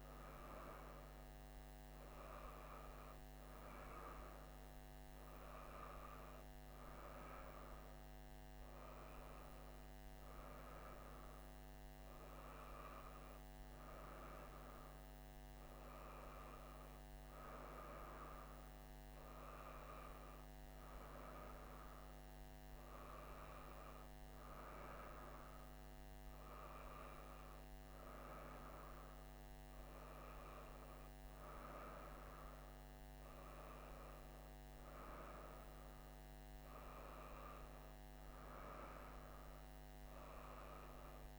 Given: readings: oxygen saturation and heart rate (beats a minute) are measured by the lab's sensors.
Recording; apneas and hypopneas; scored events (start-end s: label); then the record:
breathing in sleep by a microphone on the trachea; none
none scored
From the record:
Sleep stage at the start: N1 (lightest sleep); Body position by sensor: on the right side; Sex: female